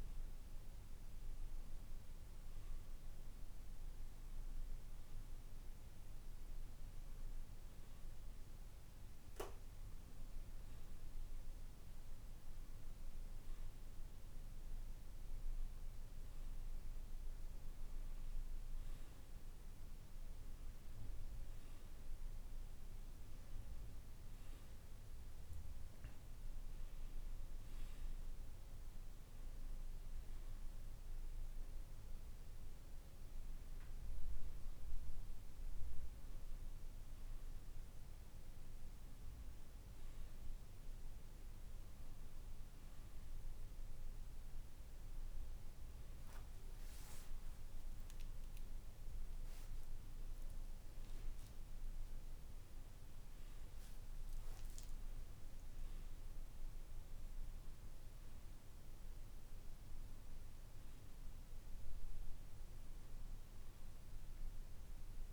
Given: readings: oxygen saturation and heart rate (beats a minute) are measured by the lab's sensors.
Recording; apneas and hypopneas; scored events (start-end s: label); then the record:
a person awake in a sleep study, hard to hear, by a room microphone; none
none scored
From the record:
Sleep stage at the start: awake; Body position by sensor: on the back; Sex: male